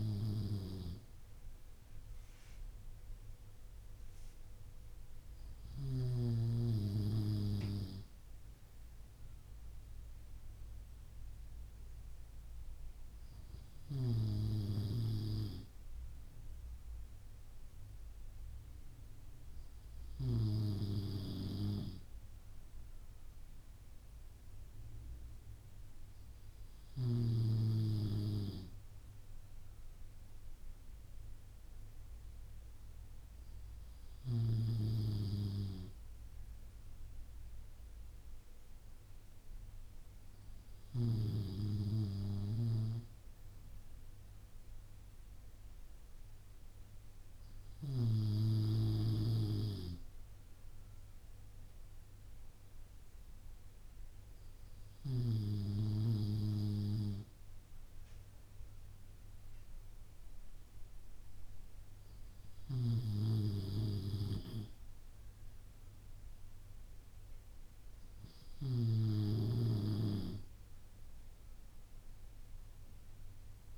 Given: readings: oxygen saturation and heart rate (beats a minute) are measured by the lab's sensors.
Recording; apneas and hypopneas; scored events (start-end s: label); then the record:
breathing in sleep by a room microphone; none
none scored
From the record:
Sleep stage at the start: N3 (deep sleep); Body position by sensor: on the back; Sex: male